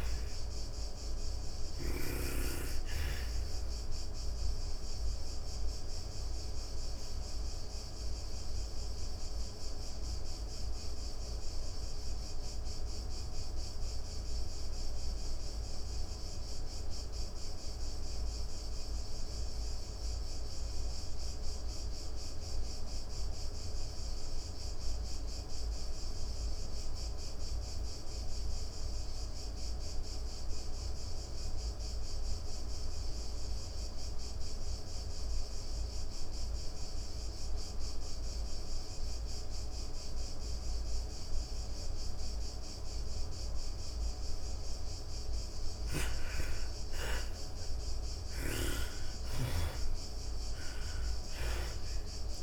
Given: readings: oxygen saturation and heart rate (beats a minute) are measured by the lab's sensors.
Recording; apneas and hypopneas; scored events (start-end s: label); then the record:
breathing in sleep by a room microphone; 1
0.00-2.00 s: snoring (device-marked)
0.00-23.50 s: oxygen desaturation (device-marked, oxygen 72% lowest, heart rate 87 extreme)
3.50-43.00 s: obstructive apnea (oxygen 99% before, 72% lowest, heart rate 113 before, 87 extreme)
30.50-52.43 s: oxygen desaturation (device-marked, oxygen 100% before, 73% lowest, heart rate 134 before, 87 extreme)
44.50-49.00 s: arousal
48.00-52.43 s: snoring (device-marked)
From the record:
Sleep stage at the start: N2 (light sleep); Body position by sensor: on the back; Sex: female